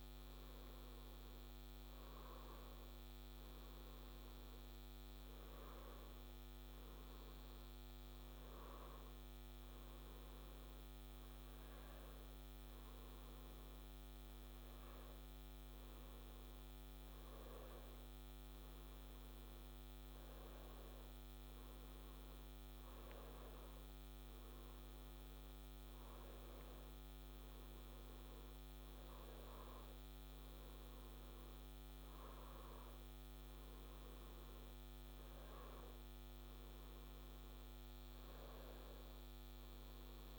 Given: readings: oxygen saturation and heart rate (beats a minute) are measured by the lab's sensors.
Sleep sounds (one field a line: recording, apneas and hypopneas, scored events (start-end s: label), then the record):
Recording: breathing in sleep, hard to hear, by a microphone on the trachea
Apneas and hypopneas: none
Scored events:
none scored
From the record:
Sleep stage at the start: N1 (lightest sleep)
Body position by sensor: on the back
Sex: male